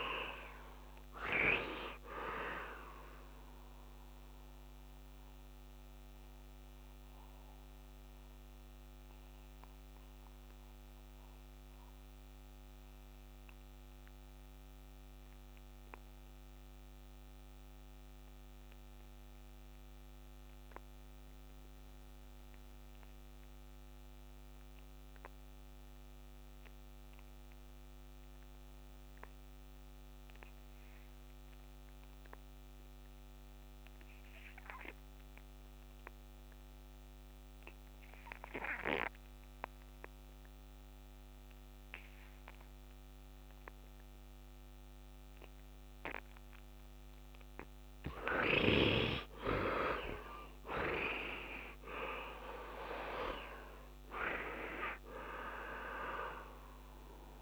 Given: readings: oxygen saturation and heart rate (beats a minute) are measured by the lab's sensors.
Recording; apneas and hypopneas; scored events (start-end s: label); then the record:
breathing in sleep by a microphone on the trachea; 1
0.00-24.50 s: oxygen desaturation (device-marked, oxygen 40% lowest, heart rate 63 extreme)
4.50-44.00 s: mixed apnea (heart rate 75 before, 61 extreme, up 11 after)
26.50-57.41 s: oxygen desaturation (device-marked, heart rate 72 before, 61 extreme)
47.00-51.50 s: arousal
From the record:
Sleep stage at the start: N2 (light sleep); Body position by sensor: on the right side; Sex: male